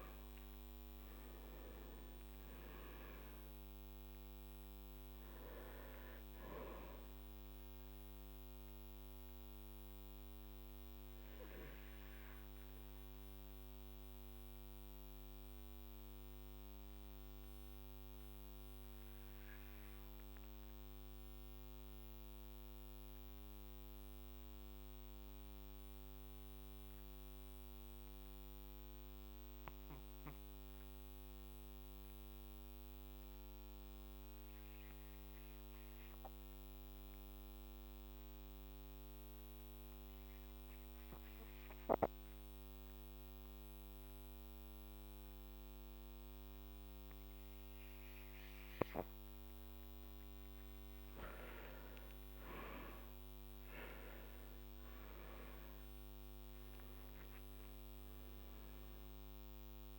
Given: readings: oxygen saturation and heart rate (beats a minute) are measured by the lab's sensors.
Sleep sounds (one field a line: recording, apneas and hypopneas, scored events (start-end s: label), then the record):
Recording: breathing in sleep, hard to hear, by a microphone on the trachea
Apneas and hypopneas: 1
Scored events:
0.00-4.00 s: arousal
8.00-48.50 s: obstructive apnea (oxygen 99% before, 90% lowest, heart rate 51 before, 45 extreme, up 6 after)
24.50-37.50 s: oxygen desaturation (device-marked, oxygen 96% before, 90% lowest, heart rate 49 before, 47 extreme)
52.00-57.00 s: arousal
55.50-59.98 s: new sleep stage, REM sleep
From the record:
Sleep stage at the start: N2 (light sleep)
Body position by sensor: on the back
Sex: male